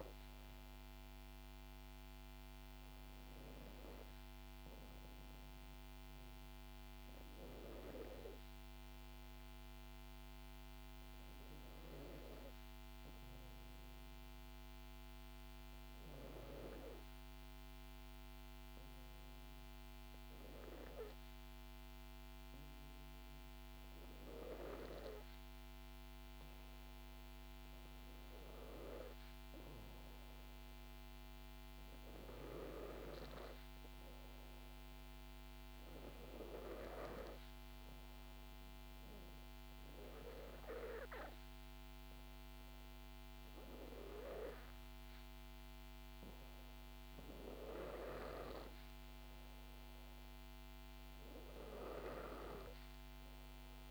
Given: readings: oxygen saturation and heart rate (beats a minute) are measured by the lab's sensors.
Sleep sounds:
breathing in sleep by a microphone on the trachea; 1
0.00-7.50 s: oxygen desaturation (device-marked, oxygen 92% lowest, heart rate 62 extreme)
9.00-11.00 s: long interval between heartbeats (device-marked, heart rate 66 before, 70 extreme)
11.00-23.50 s: obstructive apnea (oxygen 96% before, 89% lowest, heart rate 67 before, 63 extreme, up 3 after)
26.00-30.00 s: arousal
From the record:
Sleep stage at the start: N2 (light sleep); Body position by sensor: on the back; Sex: female

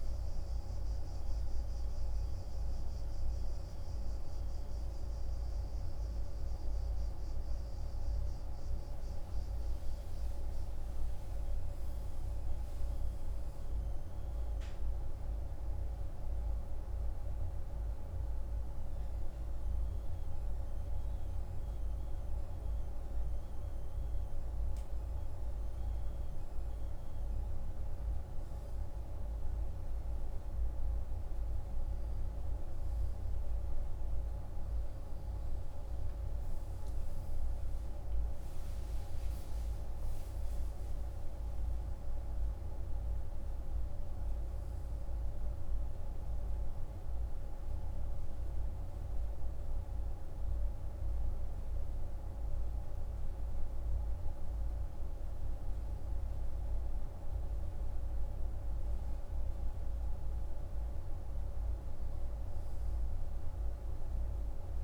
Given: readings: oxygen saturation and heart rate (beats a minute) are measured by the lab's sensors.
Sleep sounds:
breathing in sleep, hard to hear, by a room microphone; 1
9.50-13.50 s: arousal
16.00-27.00 s: hypopnea (oxygen 97% before, 95% lowest, heart rate 64 before, 49 extreme, up 3 after)
21.50-64.84 s: new sleep stage, N2 (light sleep)
35.00-40.00 s: arousal
36.50-49.50 s: oxygen desaturation (device-marked, oxygen 98% before, 95% lowest, heart rate 53 before, 48 extreme)
From the record:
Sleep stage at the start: N3 (deep sleep); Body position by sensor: on the right side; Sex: male

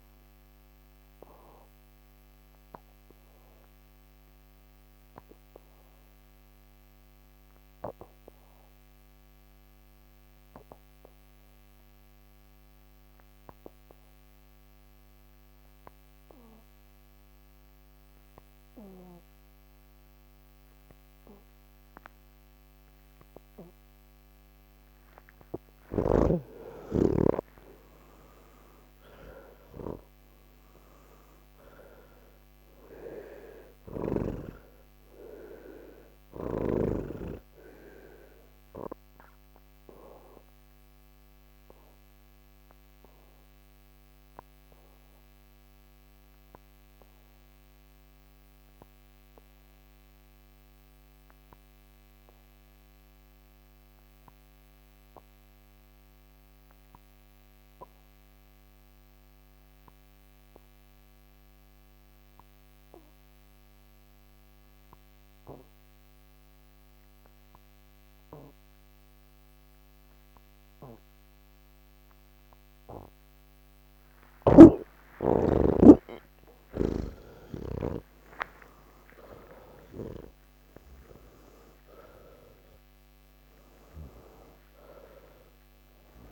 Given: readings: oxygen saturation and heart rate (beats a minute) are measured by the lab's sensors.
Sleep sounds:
breathing in sleep by a microphone on the trachea; 2
0.00-3.00 s: oxygen desaturation (device-marked, oxygen 79% lowest, heart rate 70 extreme)
1.50-24.50 s: obstructive apnea (oxygen 90% before, 82% lowest, heart rate 122 before, 38 extreme, up 34 after)
22.00-52.00 s: oxygen desaturation (device-marked, oxygen 98% before, 82% lowest, heart rate 103 before, 38 extreme)
38.50-72.00 s: obstructive apnea (oxygen 99% before, 78% lowest, heart rate 108 before, 38 extreme, up 14 after)
65.00-86.32 s: oxygen desaturation (device-marked, oxygen 98% before, 78% lowest, heart rate 86 before, 28 extreme)
74.50-78.00 s: snoring (device-marked)
From the record:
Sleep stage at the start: N3 (deep sleep); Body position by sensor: on the back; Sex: male

